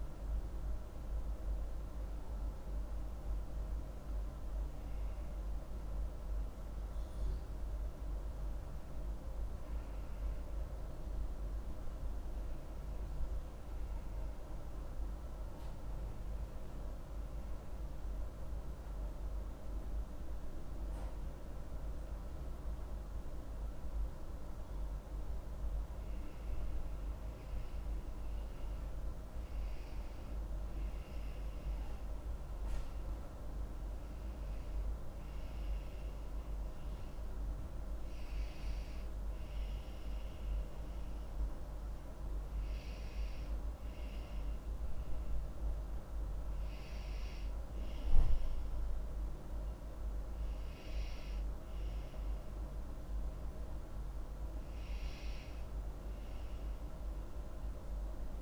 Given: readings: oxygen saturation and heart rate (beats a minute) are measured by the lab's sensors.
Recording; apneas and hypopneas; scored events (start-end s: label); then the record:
a person partly awake in a sleep study, hard to hear, by a room microphone; none
3.50-33.50 s: new sleep stage, N1 (lightest sleep)
33.50-58.42 s: new sleep stage, N2 (light sleep)
From the record:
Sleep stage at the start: awake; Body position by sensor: on the back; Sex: female